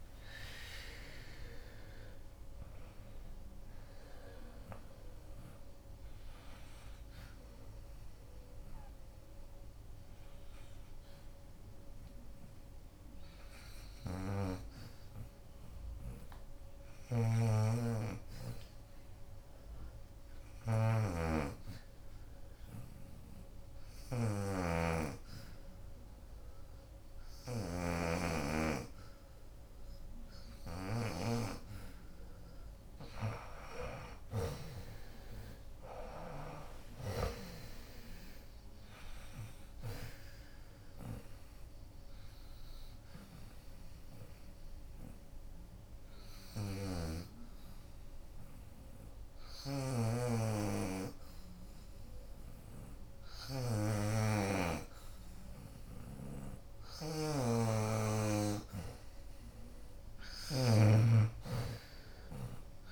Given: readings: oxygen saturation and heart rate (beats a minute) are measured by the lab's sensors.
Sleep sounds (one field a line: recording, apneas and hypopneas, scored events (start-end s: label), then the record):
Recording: breathing in sleep by a room microphone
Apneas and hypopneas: 2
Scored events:
0.00-8.00 s: drop in pulse transit time (device-marked, heart rate 79 extreme)
0.00-19.00 s: oxygen desaturation (device-marked, oxygen 85% lowest, heart rate 73 extreme)
19.00-32.00 s: obstructive apnea (oxygen 94% before, 87% lowest, heart rate 81 before, 71 extreme, up 13 after)
29.00-53.00 s: oxygen desaturation (device-marked, oxygen 95% before, 87% lowest, heart rate 76 before, 71 extreme)
31.00-44.00 s: drop in pulse transit time (device-marked, heart rate 76 before, 75 extreme)
33.00-37.00 s: arousal
41.00-57.00 s: obstructive apnea (oxygen 95% before, 84% lowest, heart rate 78 before, 71 extreme, up 10 after)
59.00-62.92 s: arousal
60.00-62.92 s: oxygen desaturation (device-marked, oxygen 93% before, 87% lowest, heart rate 76 before, 74 extreme)
From the record:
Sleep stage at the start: N2 (light sleep)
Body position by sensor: on the back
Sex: female